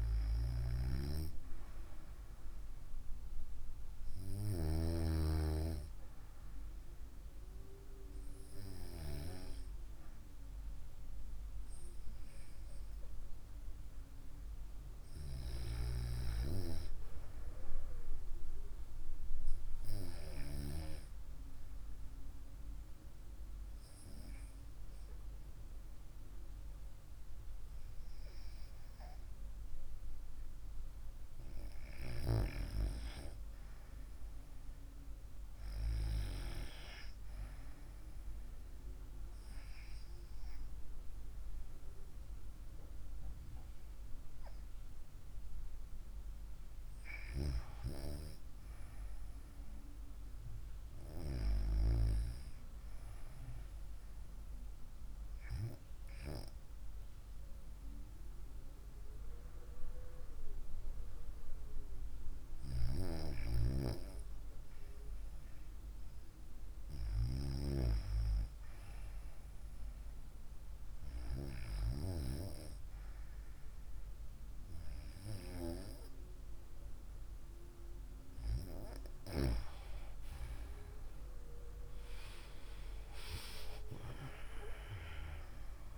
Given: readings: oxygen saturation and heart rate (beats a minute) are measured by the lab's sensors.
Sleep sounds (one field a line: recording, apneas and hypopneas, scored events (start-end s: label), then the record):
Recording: breathing in sleep by a room microphone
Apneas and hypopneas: none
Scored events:
64.00-85.98 s: new sleep stage, N2 (light sleep)
81.50-85.98 s: arousal
From the record:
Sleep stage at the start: REM sleep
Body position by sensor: on the right side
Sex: female